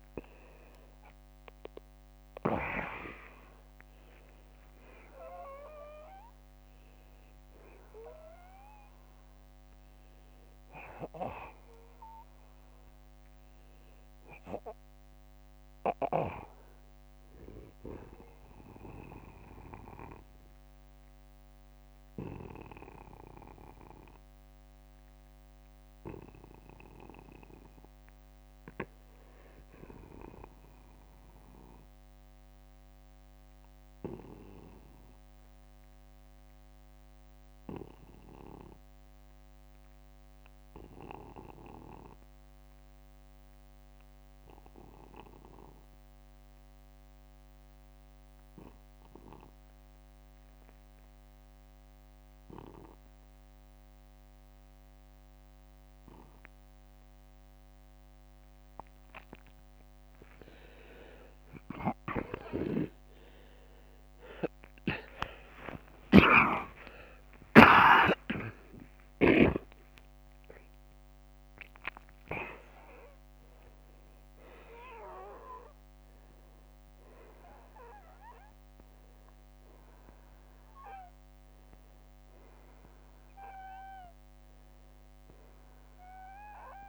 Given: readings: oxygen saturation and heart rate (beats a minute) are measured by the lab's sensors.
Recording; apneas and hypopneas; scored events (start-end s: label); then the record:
breathing in sleep by a microphone on the trachea; 1
15.00-25.00 s: oxygen desaturation (device-marked, oxygen 94% before, 88% lowest, heart rate 62 before, 38 extreme)
33.50-59.50 s: obstructive apnea (oxygen 95% before, 82% lowest, heart rate 49 before, 47 extreme)
53.00-67.00 s: oxygen desaturation (device-marked, oxygen 96% before, 91% lowest, heart rate 51 before, 54 extreme)
62.00-86.89 s: new sleep stage, N1 (lightest sleep)
64.00-68.00 s: tachycardia (device-marked, heart rate 56 before, 110 extreme)
64.00-69.50 s: arousal
65.50-67.50 s: long interval between heartbeats (device-marked, heart rate 55 before, 93 extreme)
67.50-69.50 s: long interval between heartbeats (device-marked, heart rate 59 before, 107 extreme)
From the record:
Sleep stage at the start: N2 (light sleep); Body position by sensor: on the back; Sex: male